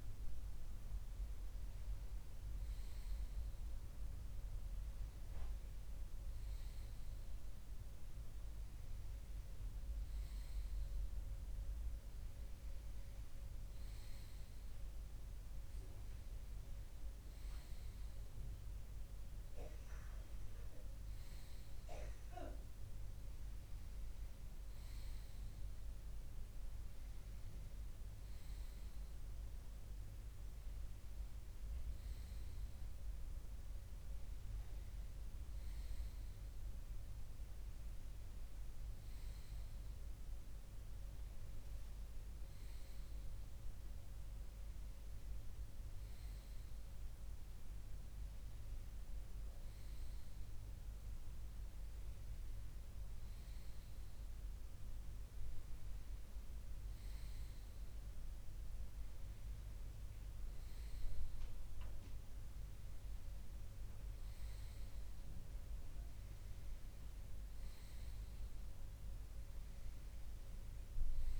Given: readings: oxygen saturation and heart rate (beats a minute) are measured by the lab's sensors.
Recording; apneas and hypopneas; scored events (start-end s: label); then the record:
breathing in sleep, hard to hear, by a room microphone; none
none scored
From the record:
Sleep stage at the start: N2 (light sleep); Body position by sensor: on the left side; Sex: male